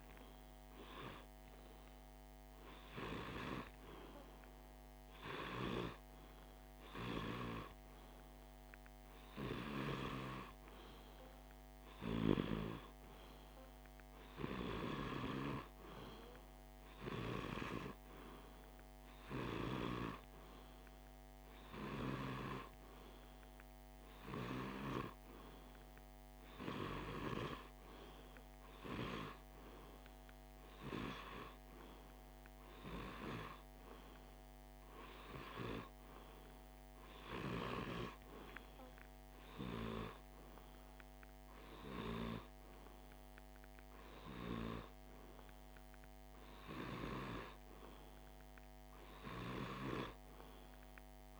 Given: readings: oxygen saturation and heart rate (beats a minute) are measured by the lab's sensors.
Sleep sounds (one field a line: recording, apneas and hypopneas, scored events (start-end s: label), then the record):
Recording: breathing in sleep by a microphone on the trachea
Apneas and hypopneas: none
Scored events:
37.50-41.00 s: arousal
From the record:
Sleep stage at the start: REM sleep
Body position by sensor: on the left side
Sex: male